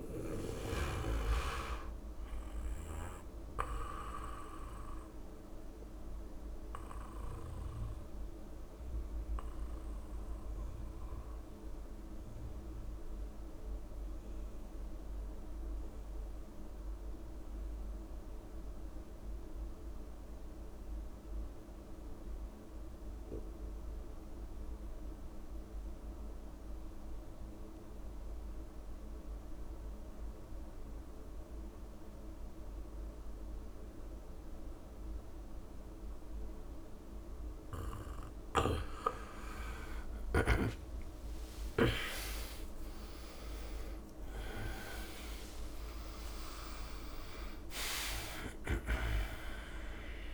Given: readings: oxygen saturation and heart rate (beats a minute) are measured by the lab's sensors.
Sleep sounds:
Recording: breathing in sleep by a room microphone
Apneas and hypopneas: 1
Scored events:
0.00-16.50 s: oxygen desaturation (device-marked, oxygen 86% lowest)
3.00-37.00 s: mixed apnea (oxygen 99% before, 84% lowest)
31.50-50.34 s: oxygen desaturation (device-marked, oxygen 99% before, 84% lowest)
41.00-45.00 s: arousal
From the record:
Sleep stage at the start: N2 (light sleep)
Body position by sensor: on the back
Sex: male

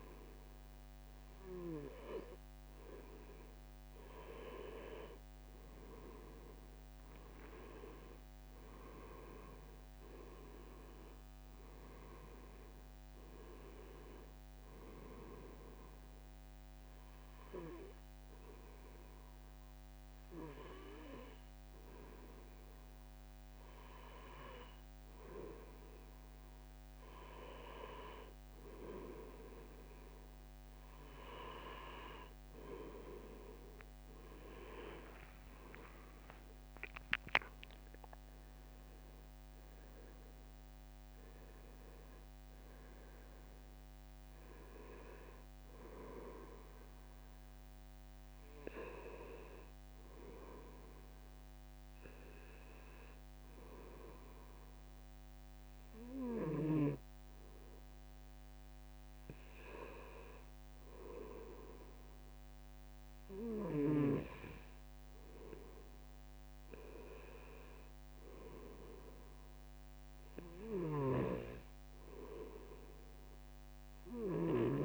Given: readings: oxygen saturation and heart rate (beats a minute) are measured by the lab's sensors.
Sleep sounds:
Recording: breathing in sleep by a microphone on the trachea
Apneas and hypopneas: none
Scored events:
33.50-37.50 s: arousal
35.00-47.00 s: drop in pulse transit time (device-marked, heart rate 65 before, 66 extreme)
52.00-74.85 s: new sleep stage, N2 (light sleep)
From the record:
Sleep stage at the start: N1 (lightest sleep)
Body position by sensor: on the right side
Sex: male

